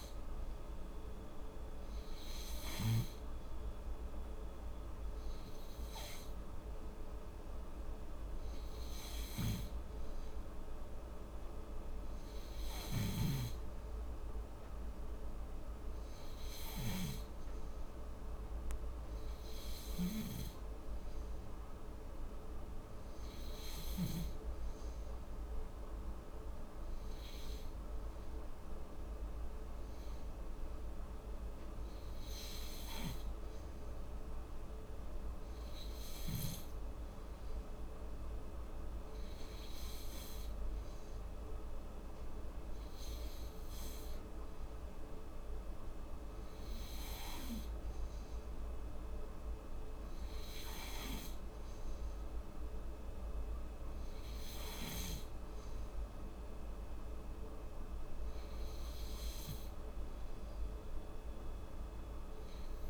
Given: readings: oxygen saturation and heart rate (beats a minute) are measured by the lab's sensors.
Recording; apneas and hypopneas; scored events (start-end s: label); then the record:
breathing in sleep, hard to hear, by a room microphone; none
none scored
From the record:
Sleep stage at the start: N3 (deep sleep); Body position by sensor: on the back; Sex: female